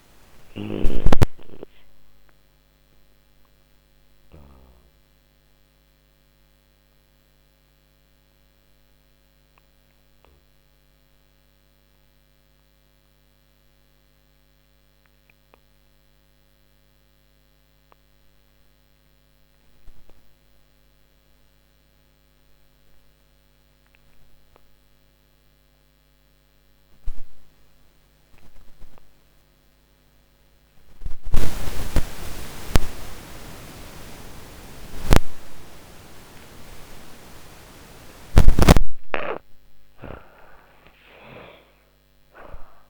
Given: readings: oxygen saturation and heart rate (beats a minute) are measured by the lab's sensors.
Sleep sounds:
breathing in sleep by a microphone on the trachea; 1
0.00-14.00 s: oxygen desaturation (device-marked, oxygen 78% lowest, heart rate 40 extreme)
1.50-36.50 s: obstructive apnea (oxygen 97% before, 78% lowest)
28.00-42.89 s: oxygen desaturation (device-marked, oxygen 98% before, 78% lowest)
39.00-42.89 s: arousal
From the record:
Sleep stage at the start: N2 (light sleep); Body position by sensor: on the back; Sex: female

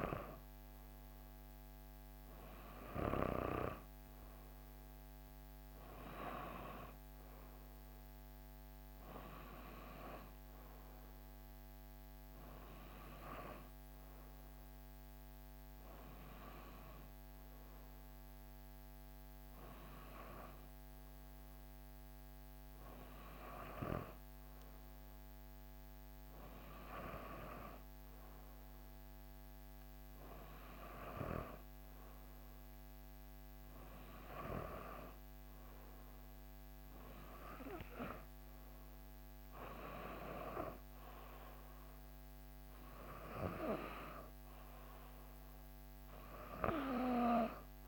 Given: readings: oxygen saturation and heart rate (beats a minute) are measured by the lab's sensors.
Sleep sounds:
breathing in sleep by a microphone on the trachea; none
37.00-41.00 s: arousal
From the record:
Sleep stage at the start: N2 (light sleep); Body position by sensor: on the back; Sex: female

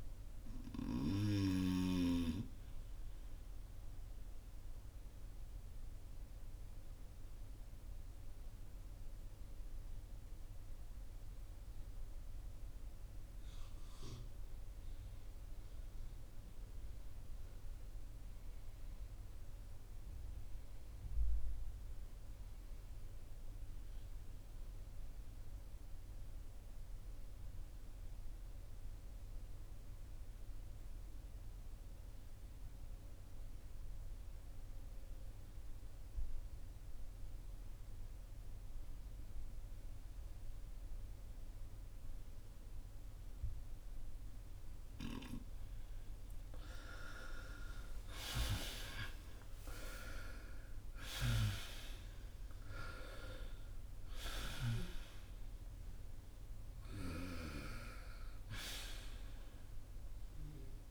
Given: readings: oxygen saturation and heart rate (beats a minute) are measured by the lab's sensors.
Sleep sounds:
breathing in sleep by a room microphone; 1
0.00-2.00 s: snoring (device-marked)
4.50-45.00 s: obstructive apnea (oxygen 97% before, 75% lowest, heart rate 51 before, 44 extreme, up 8 after)
29.50-60.91 s: oxygen desaturation (device-marked, oxygen 94% before, 75% lowest, heart rate 51 before, 49 extreme)
47.50-52.50 s: arousal
From the record:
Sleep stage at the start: N2 (light sleep); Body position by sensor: on the front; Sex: male

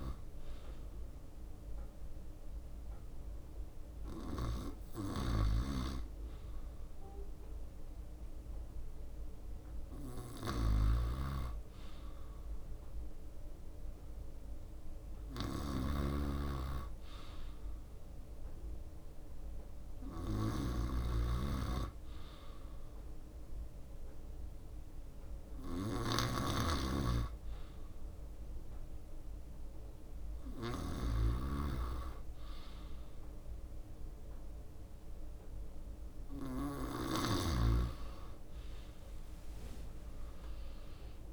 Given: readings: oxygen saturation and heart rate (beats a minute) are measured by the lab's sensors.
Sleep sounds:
breathing in sleep by a room microphone; none
0.00-3.00 s: oxygen desaturation (device-marked, oxygen 94% lowest, heart rate 64 extreme)
0.00-7.50 s: leg movement (device-marked)
9.00-13.00 s: drop in pulse transit time (device-marked, heart rate 66 before, 64 extreme)
11.00-38.00 s: snoring (device-marked)
38.50-41.33 s: leg movement (device-marked)
40.00-41.33 s: arousal
From the record:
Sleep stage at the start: N2 (light sleep); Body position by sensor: on the right side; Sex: male

